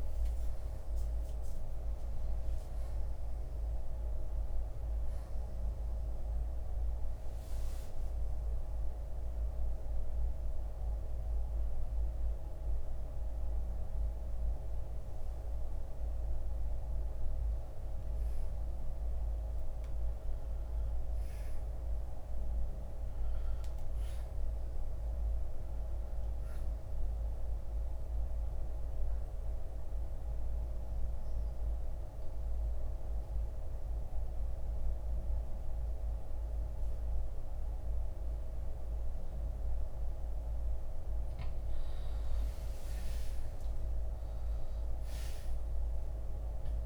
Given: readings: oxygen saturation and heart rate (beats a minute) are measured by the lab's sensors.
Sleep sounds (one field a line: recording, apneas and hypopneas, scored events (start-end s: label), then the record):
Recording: breathing in sleep, hard to hear, by a room microphone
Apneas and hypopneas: 1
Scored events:
0.00-1.50 s: oxygen desaturation (device-marked, oxygen 81% lowest, heart rate 57 extreme)
0.00-3.50 s: arousal
12.50-23.50 s: oxygen desaturation (device-marked, oxygen 95% before, 88% lowest, heart rate 66 before, 57 extreme)
23.50-26.50 s: arousal
30.50-41.00 s: central apnea (oxygen 95% before, 83% lowest, heart rate 64 before, 58 extreme, up 10 after)
33.50-46.86 s: oxygen desaturation (device-marked, oxygen 93% before, 88% lowest, heart rate 64 before, 58 extreme)
45.00-46.86 s: arousal
From the record:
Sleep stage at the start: N2 (light sleep)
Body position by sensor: on the back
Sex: male